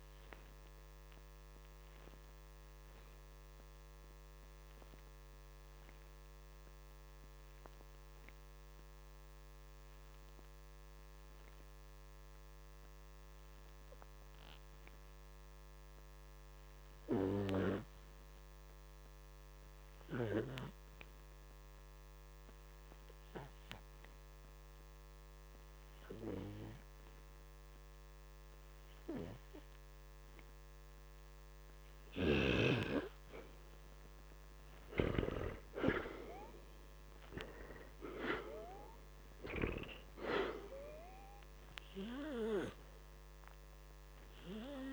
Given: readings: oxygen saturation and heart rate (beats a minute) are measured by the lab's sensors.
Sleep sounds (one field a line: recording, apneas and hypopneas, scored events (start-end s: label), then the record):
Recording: breathing in sleep by a microphone on the trachea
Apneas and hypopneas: 1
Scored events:
20.00-31.50 s: obstructive apnea (oxygen 97% before, 85% lowest, heart rate 57 before, 50 extreme, up 4 after)
35.00-39.50 s: arousal
42.00-44.93 s: oxygen desaturation (device-marked, oxygen 95% before, 89% lowest, heart rate 52 before, 55 extreme)
From the record:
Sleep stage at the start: N2 (light sleep)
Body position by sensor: on the back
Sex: male